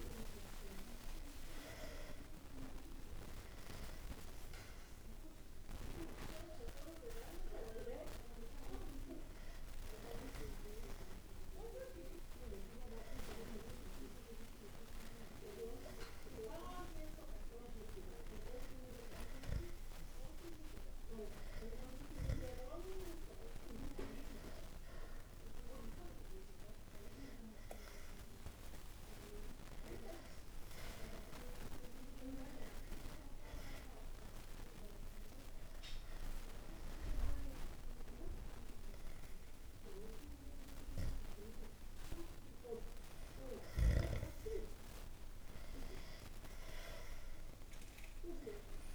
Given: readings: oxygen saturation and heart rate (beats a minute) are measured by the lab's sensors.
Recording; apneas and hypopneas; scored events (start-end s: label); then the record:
breathing in sleep by a room microphone; 1
0.00-1.00 s: arousal
0.00-23.00 s: oxygen desaturation (device-marked, oxygen 97% before, 93% lowest, heart rate 61 before, 54 extreme)
26.00-29.50 s: arousal
33.50-43.50 s: hypopnea (oxygen 95% before, 92% lowest, heart rate 61 before, 61 extreme, up 8 after)
From the record:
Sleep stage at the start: N2 (light sleep); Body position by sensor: on the back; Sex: male